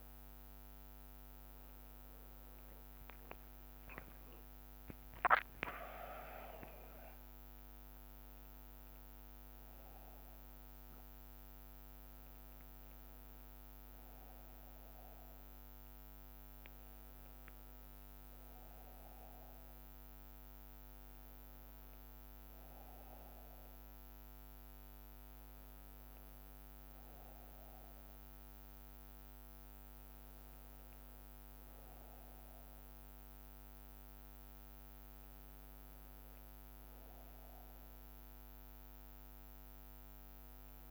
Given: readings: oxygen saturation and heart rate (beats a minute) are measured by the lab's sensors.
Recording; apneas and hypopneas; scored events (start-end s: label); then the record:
breathing in sleep, hard to hear, by a microphone on the trachea; none
0.00-13.00 s: drop in pulse transit time (device-marked, heart rate 60 before, 60 extreme)
From the record:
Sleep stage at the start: N1 (lightest sleep); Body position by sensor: on the right side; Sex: male